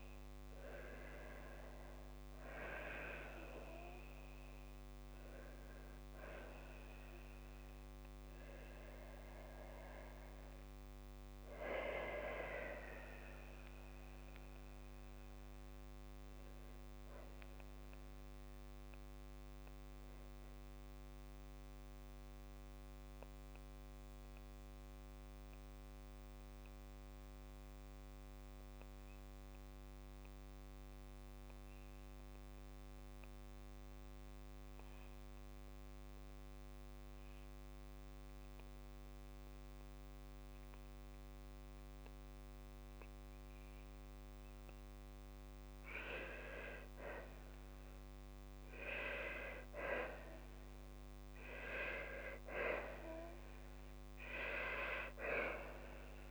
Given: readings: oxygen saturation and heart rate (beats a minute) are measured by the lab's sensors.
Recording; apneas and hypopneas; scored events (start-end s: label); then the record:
breathing in sleep by a microphone on the trachea; 1
7.00-11.50 s: arousal
18.50-39.50 s: obstructive apnea (oxygen 96% before, 93% lowest, heart rate 62 before, 55 extreme, up 2 after)
41.00-45.00 s: arousal
From the record:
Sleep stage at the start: N2 (light sleep); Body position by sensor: on the back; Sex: female